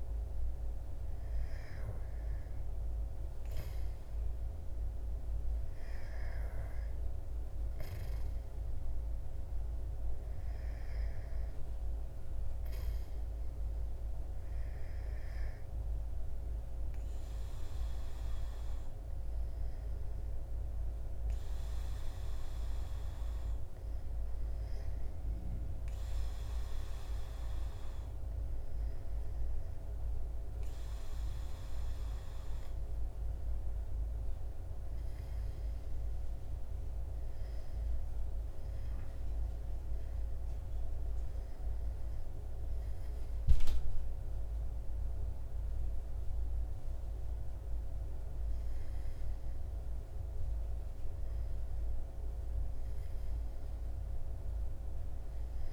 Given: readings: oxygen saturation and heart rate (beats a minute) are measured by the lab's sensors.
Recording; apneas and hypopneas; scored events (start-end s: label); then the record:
breathing in sleep, hard to hear, by a room microphone; none
none scored
From the record:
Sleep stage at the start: N2 (light sleep); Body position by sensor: on the back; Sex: male